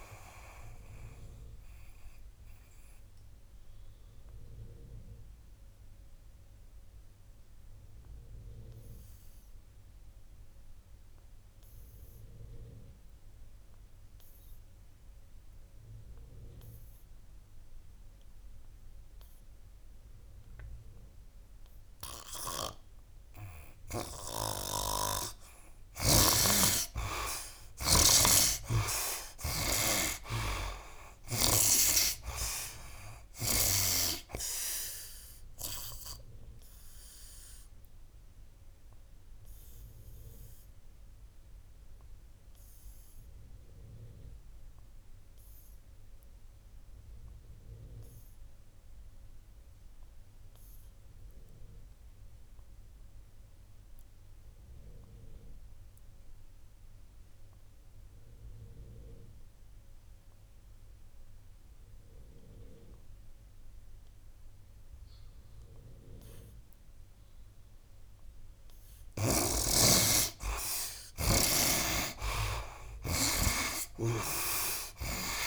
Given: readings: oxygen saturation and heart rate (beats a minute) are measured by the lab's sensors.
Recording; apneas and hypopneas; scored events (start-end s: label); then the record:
breathing in sleep by a room microphone; 2
0.00-16.50 s: oxygen desaturation (device-marked, oxygen 47% lowest, heart rate 68 extreme)
1.50-25.00 s: obstructive apnea (oxygen 67% before, 47% lowest, heart rate 83 before, 71 extreme, up 17 after)
18.50-48.50 s: oxygen desaturation (device-marked, oxygen 96% before, 61% lowest, heart rate 79 before, 71 extreme)
24.50-31.50 s: snoring (device-marked)
26.50-30.00 s: arousal
34.50-68.00 s: obstructive apnea (oxygen 96% before, 57% lowest, heart rate 80 before, 71 extreme, up 13 after)
50.50-75.47 s: oxygen desaturation (device-marked, oxygen 95% before, 57% lowest, heart rate 81 before, 65 extreme)
71.50-75.00 s: arousal
71.50-75.47 s: snoring (device-marked)
From the record:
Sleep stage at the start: N2 (light sleep); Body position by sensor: on the right side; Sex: male